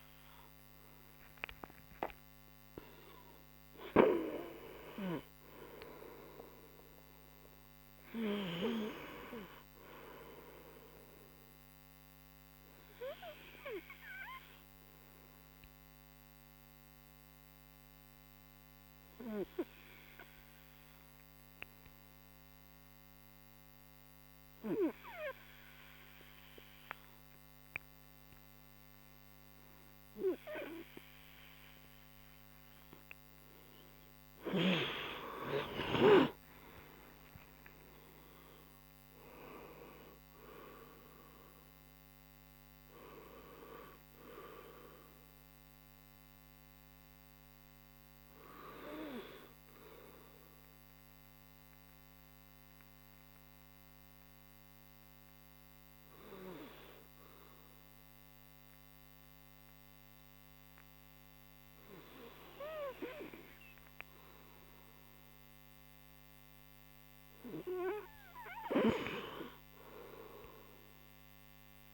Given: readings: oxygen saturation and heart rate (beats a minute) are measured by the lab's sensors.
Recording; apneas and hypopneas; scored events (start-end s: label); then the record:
breathing in sleep by a microphone on the trachea; 2
15.00-28.00 s: oxygen desaturation (device-marked, oxygen 96% before, 93% lowest)
15.50-31.50 s: obstructive apnea (oxygen 98% before, 93% lowest)
35.50-40.50 s: arousal
52.00-66.00 s: obstructive apnea (oxygen 97% before, 93% lowest)
69.50-71.94 s: arousal
From the record:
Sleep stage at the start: N2 (light sleep); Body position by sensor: on the right side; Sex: male